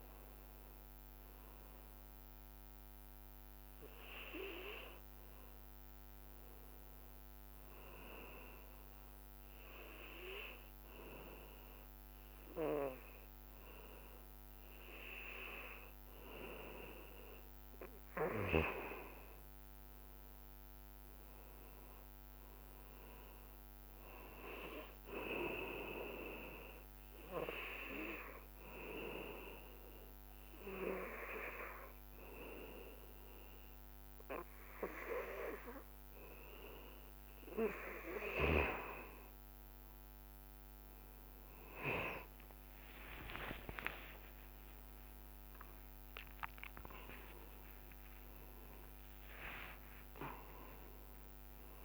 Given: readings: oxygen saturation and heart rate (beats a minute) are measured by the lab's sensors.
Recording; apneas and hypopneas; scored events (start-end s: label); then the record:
breathing in sleep by a microphone on the trachea; 2
8.50-18.50 s: obstructive apnea (oxygen 98% before, 94% lowest, heart rate 69 before, 62 extreme, up 5 after)
21.00-24.50 s: arousal
27.50-36.50 s: oxygen desaturation (device-marked, oxygen 97% before, 94% lowest, heart rate 67 before, 25 extreme)
27.50-38.50 s: obstructive apnea (oxygen 98% before, 94% lowest, heart rate 67 before, 25 extreme, up 16 after)
48.00-50.00 s: long interval between heartbeats (device-marked, heart rate 71 before, 83 extreme)
50.00-51.84 s: long interval between heartbeats (device-marked, heart rate 73 before, 71 extreme)
From the record:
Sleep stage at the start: N2 (light sleep); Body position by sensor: on the back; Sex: male